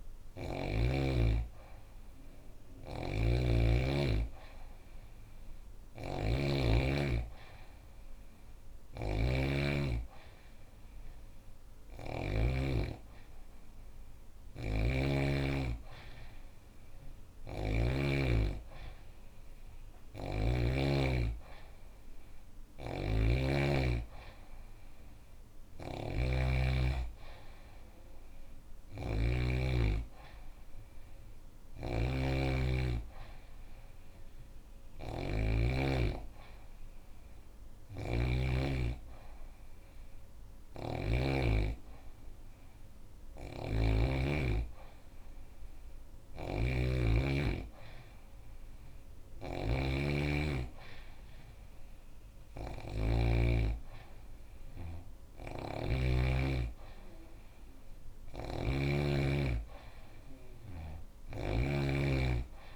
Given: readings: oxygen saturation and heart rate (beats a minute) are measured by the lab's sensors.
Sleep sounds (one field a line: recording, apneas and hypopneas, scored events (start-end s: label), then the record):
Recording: breathing in sleep by a room microphone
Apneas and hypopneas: none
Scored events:
2.00-11.50 s: snoring (device-marked)
13.50-20.00 s: snoring (device-marked)
22.00-40.50 s: snoring (device-marked)
42.50-52.50 s: snoring (device-marked)
54.50-61.00 s: snoring (device-marked)
From the record:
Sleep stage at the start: N2 (light sleep)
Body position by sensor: on the back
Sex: female